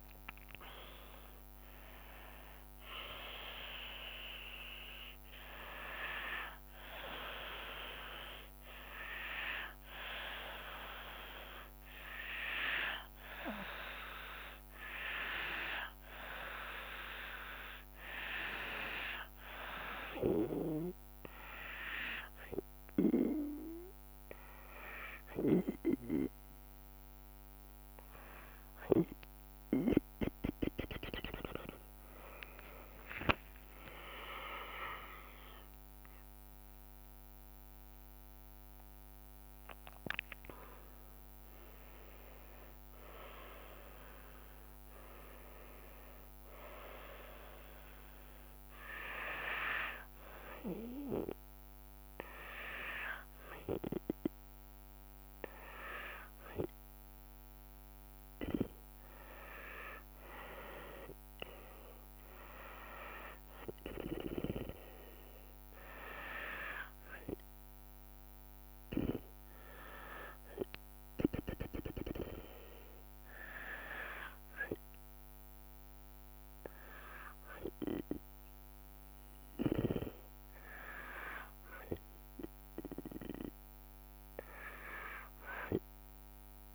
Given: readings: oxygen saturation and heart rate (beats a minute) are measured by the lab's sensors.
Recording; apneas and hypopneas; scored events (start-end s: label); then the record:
breathing in sleep by a microphone on the trachea; 1
0.00-1.50 s: arousal
0.00-6.50 s: drop in pulse transit time (device-marked, heart rate 73 extreme)
7.50-20.00 s: hypopnea (oxygen 96% before, 94% lowest, heart rate 76 before, 70 extreme, up 7 after)
30.50-35.50 s: tachycardia (device-marked, heart rate 75 before, 107 extreme)
31.50-44.50 s: drop in pulse transit time (device-marked, heart rate 73 before, 75 extreme)
32.00-36.50 s: arousal
From the record:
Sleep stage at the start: N2 (light sleep); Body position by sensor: on the back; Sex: female